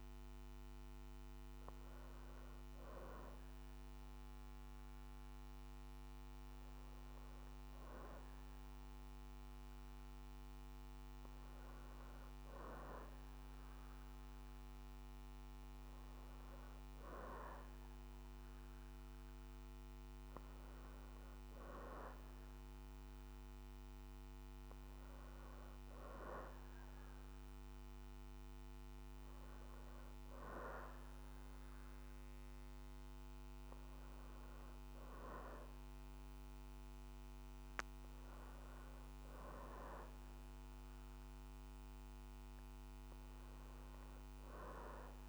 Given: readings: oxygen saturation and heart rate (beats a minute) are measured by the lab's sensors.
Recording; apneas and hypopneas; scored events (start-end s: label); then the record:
breathing in sleep by a microphone on the trachea; none
none scored
From the record:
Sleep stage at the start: N1 (lightest sleep); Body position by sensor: on the back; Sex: female